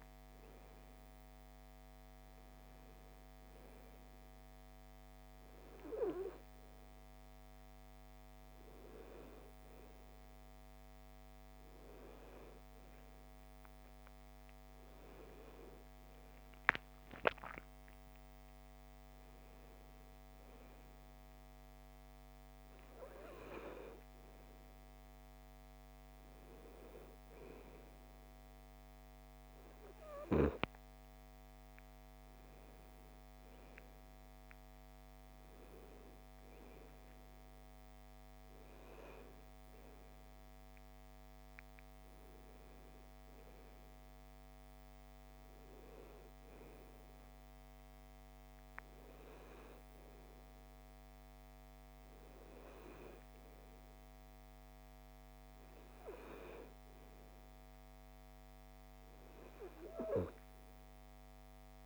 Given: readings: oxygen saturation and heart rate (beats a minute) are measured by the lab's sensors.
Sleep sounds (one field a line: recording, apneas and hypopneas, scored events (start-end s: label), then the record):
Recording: breathing in sleep by a microphone on the trachea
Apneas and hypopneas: none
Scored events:
16.50-20.50 s: arousal
From the record:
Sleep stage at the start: N2 (light sleep)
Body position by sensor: on the right side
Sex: female